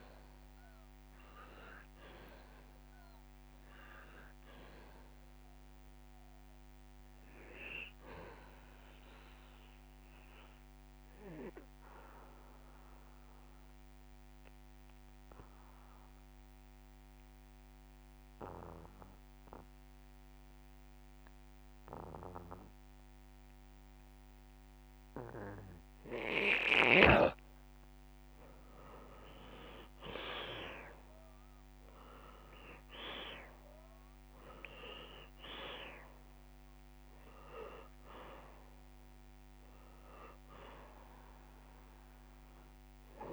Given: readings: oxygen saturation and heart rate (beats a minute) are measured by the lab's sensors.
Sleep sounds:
breathing in sleep by a microphone on the trachea; 1
4.00-6.50 s: arousal
6.00-9.00 s: drop in pulse transit time (device-marked)
10.50-26.50 s: obstructive apnea (oxygen 98% before, 83% lowest)
29.50-33.50 s: arousal
32.00-43.33 s: oxygen desaturation (device-marked, oxygen 98% before, 83% lowest)
From the record:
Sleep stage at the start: N2 (light sleep); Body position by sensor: on the back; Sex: male

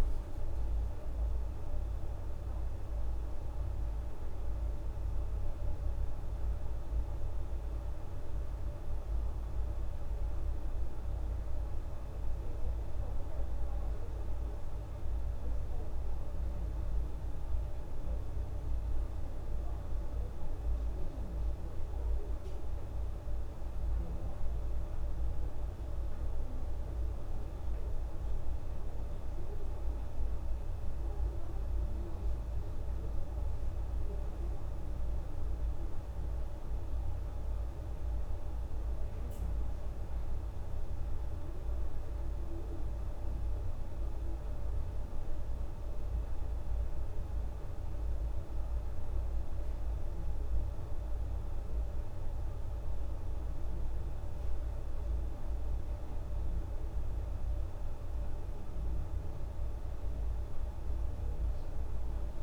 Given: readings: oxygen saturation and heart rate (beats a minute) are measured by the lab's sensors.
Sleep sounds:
breathing in sleep, hard to hear, by a room microphone; none
none scored
From the record:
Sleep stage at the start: N1 (lightest sleep); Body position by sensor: on the back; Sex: female

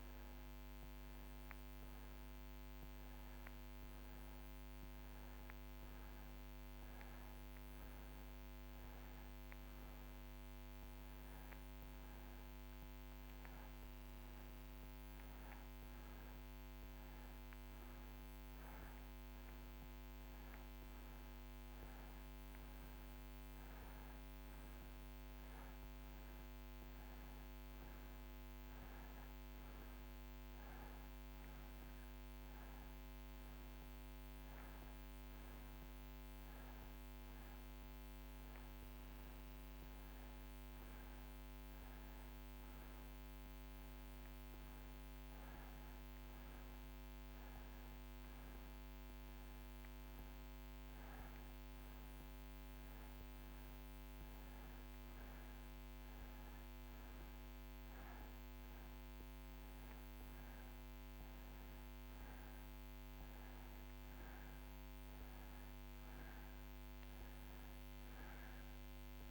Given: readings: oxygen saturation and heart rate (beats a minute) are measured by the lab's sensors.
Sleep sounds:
breathing in sleep, hard to hear, by a microphone on the trachea; none
none scored
From the record:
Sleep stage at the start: N2 (light sleep); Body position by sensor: on the right side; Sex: male

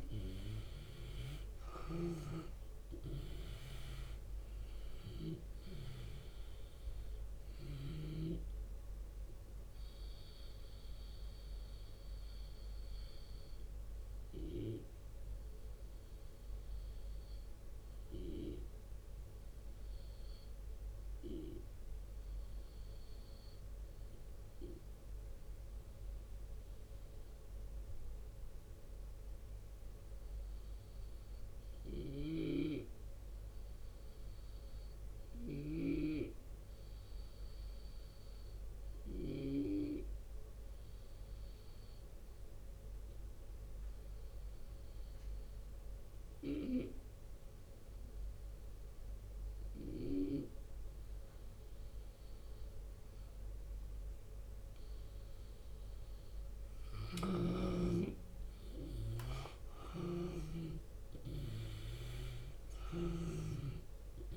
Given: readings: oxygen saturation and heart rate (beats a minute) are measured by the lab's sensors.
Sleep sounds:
breathing in sleep by a room microphone; 1
0.00-2.00 s: arousal
0.00-13.50 s: drop in pulse transit time (device-marked, heart rate 76 extreme)
0.00-30.50 s: oxygen desaturation (device-marked, oxygen 82% lowest, heart rate 71 extreme)
10.50-55.50 s: obstructive apnea (oxygen 92% before, 82% lowest, heart rate 80 before, 71 extreme, up 7 after)
31.50-39.00 s: snoring (device-marked)
42.50-53.50 s: drop in pulse transit time (device-marked, heart rate 76 before, 75 extreme)
45.50-64.36 s: oxygen desaturation (device-marked, oxygen 93% before, 82% lowest, heart rate 76 before, 74 extreme)
55.50-64.36 s: drop in pulse transit time (device-marked, heart rate 76 before, 75 extreme)
56.00-61.00 s: arousal
56.50-64.36 s: snoring (device-marked)
From the record:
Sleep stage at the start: REM sleep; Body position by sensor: on the left side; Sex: male

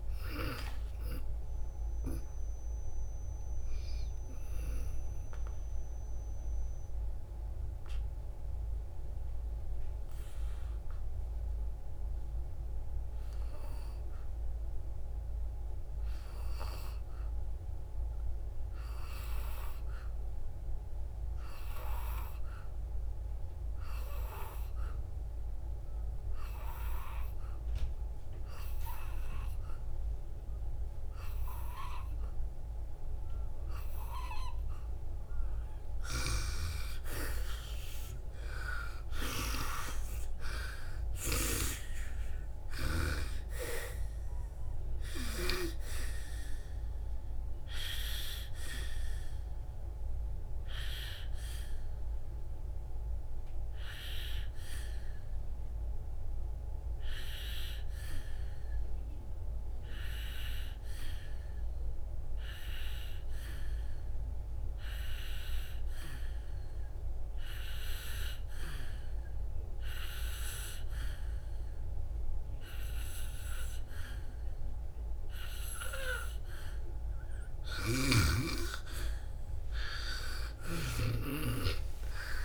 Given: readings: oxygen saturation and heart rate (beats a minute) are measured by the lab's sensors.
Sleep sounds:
breathing in sleep by a room microphone; 2
0.00-1.50 s: arousal
0.00-13.50 s: oxygen desaturation (device-marked, oxygen 90% lowest, heart rate 57 extreme)
7.00-35.00 s: obstructive apnea (oxygen 97% before, 89% lowest, heart rate 65 before, 56 extreme, up 5 after)
28.50-70.50 s: oxygen desaturation (device-marked, oxygen 98% before, 89% lowest, heart rate 61 before, 53 extreme)
38.00-40.50 s: arousal
47.00-77.50 s: obstructive apnea (oxygen 98% before, 88% lowest, heart rate 64 before, 53 extreme, up 3 after)
77.50-82.45 s: oxygen desaturation (device-marked, oxygen 98% before, 91% lowest, heart rate 60 before, 53 extreme)
81.00-82.45 s: arousal
From the record:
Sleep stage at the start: N2 (light sleep); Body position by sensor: on the back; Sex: female

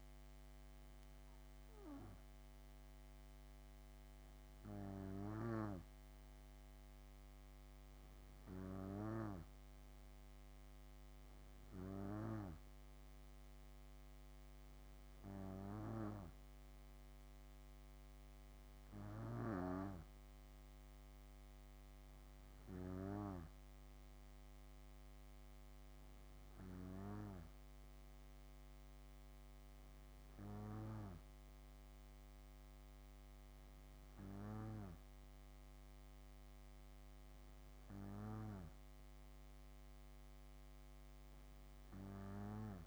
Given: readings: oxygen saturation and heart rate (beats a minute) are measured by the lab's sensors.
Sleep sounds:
breathing in sleep by a microphone on the trachea; none
none scored
From the record:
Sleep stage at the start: N2 (light sleep); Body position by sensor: on the back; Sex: female

